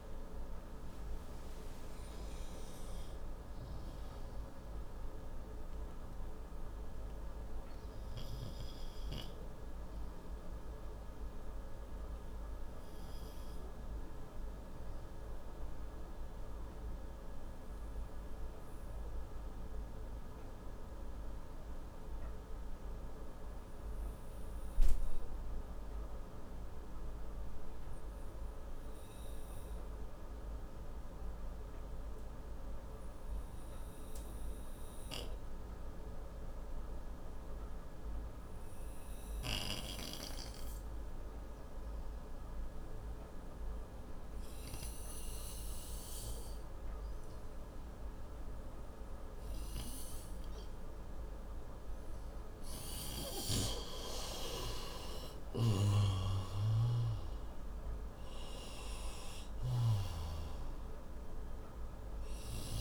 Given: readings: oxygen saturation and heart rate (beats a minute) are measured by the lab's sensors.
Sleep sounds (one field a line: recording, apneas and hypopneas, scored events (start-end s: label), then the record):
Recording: breathing in sleep by a room microphone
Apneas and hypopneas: 1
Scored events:
4.50-17.50 s: oxygen desaturation (device-marked, oxygen 95% before, 91% lowest, heart rate 129 before, 55 extreme)
5.50-50.00 s: obstructive apnea (oxygen 97% before, 90% lowest, heart rate 130 before, 55 extreme)
53.00-59.50 s: snoring (device-marked)
53.50-58.50 s: arousal
From the record:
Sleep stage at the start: N2 (light sleep)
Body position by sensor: on the right side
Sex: male